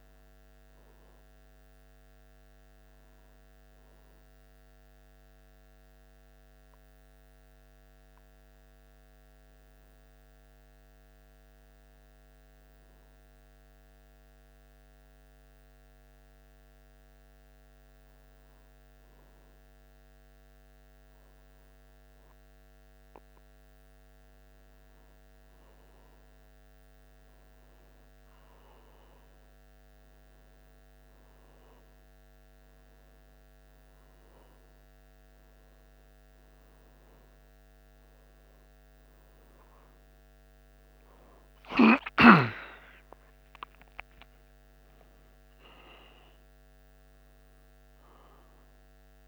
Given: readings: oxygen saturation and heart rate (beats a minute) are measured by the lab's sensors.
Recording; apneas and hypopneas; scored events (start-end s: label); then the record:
breathing in sleep by a microphone on the trachea; 1
4.50-20.00 s: hypopnea (oxygen 93% before, 90% lowest, heart rate 79 before, 77 extreme, up 0 after)
22.50-27.00 s: arousal
From the record:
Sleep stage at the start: N1 (lightest sleep); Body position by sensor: on the back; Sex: male